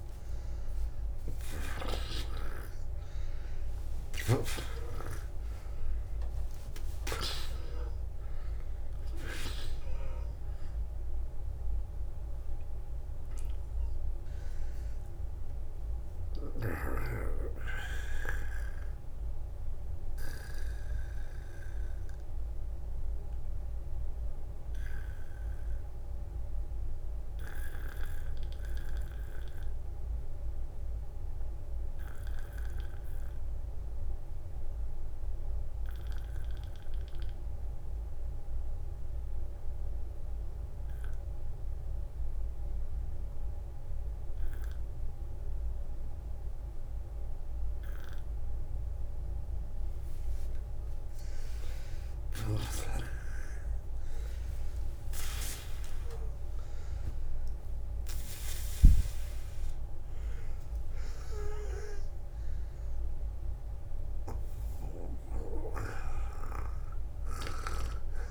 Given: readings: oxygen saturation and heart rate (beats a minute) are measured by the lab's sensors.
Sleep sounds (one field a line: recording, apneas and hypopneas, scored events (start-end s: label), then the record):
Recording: breathing in sleep by a room microphone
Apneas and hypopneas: 1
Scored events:
0.00-3.00 s: arousal
0.00-10.00 s: oxygen desaturation (device-marked, oxygen 92% lowest, heart rate 50 extreme)
5.50-7.50 s: long interval between heartbeats (device-marked, heart rate 51 before, 70 extreme)
15.00-42.00 s: oxygen desaturation (device-marked, oxygen 93% before, 82% lowest, heart rate 66 before, 47 extreme)
19.50-49.00 s: obstructive apnea (oxygen 96% before, 82% lowest, heart rate 68 before, 47 extreme, up 7 after)
24.00-26.00 s: long interval between heartbeats (device-marked, heart rate 69 before, 53 extreme)
54.50-60.00 s: arousal
65.00-68.31 s: oxygen desaturation (device-marked, oxygen 95% before, 92% lowest, heart rate 56 before, 43 extreme)
From the record:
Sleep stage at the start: N2 (light sleep)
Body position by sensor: on the back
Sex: male